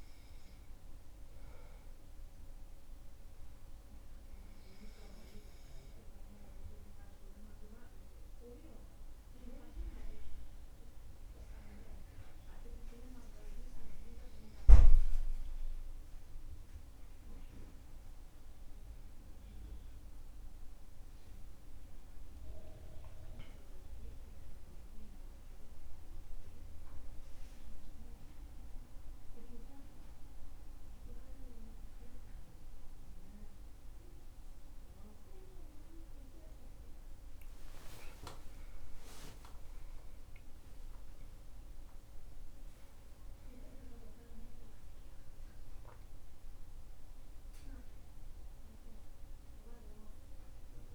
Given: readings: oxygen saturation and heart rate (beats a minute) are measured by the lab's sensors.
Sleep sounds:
breathing in sleep by a room microphone; none
16.50-50.95 s: new sleep stage, N1 (lightest sleep)
36.00-40.00 s: arousal
From the record:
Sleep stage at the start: N2 (light sleep); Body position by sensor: on the back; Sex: male

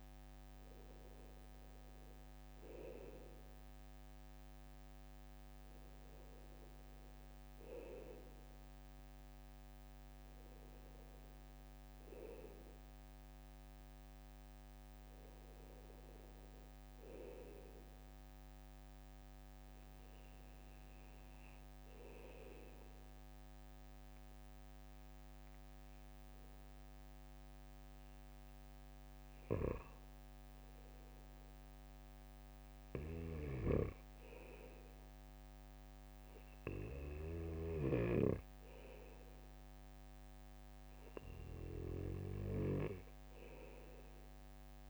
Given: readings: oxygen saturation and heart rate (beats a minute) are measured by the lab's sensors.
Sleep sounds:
breathing in sleep by a microphone on the trachea; none
none scored
From the record:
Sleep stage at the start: N2 (light sleep); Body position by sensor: on the right side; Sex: male

